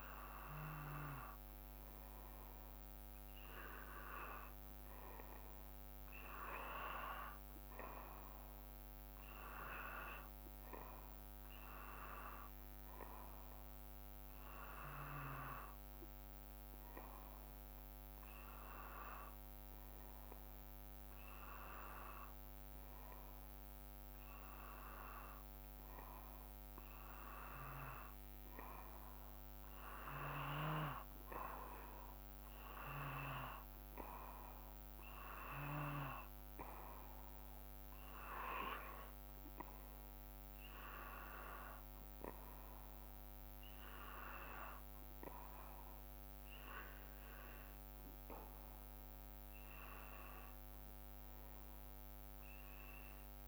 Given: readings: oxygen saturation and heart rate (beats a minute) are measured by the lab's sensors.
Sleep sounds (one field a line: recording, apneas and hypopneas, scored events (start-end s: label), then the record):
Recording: breathing in sleep by a microphone on the trachea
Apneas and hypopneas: none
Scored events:
none scored
From the record:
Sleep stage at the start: N2 (light sleep)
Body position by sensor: on the back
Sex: male